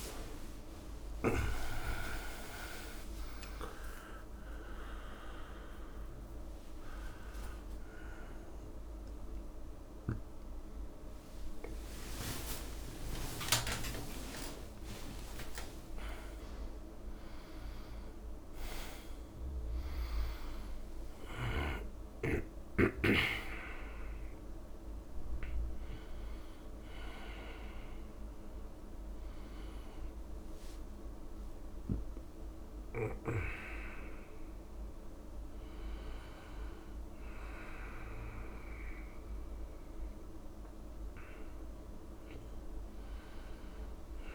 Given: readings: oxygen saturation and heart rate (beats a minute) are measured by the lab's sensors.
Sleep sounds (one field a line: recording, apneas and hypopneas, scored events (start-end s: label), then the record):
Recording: a person awake in a sleep study, by a room microphone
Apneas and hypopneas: none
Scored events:
0.00-25.50 s: oxygen desaturation (device-marked, oxygen 73% lowest)
3.50-44.35 s: new sleep stage, awake
12.00-14.00 s: long interval between heartbeats (device-marked)
16.00-18.00 s: long interval between heartbeats (device-marked)
29.50-31.50 s: long interval between heartbeats (device-marked, heart rate 66 before, 89 extreme)
From the record:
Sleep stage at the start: REM sleep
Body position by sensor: on the back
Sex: male